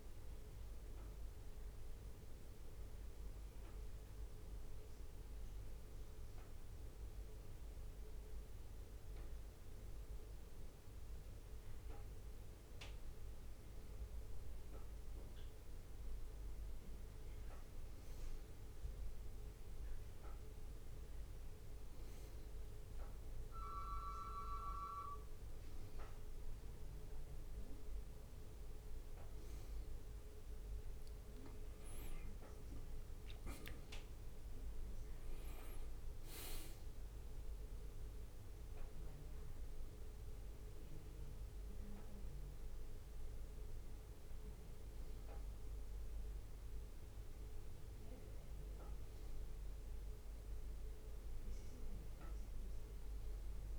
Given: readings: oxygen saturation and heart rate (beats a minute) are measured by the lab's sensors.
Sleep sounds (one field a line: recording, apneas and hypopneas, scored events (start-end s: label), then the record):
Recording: a person awake in a sleep study, by a room microphone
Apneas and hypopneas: none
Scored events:
none scored
From the record:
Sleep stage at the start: awake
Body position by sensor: on the right side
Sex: male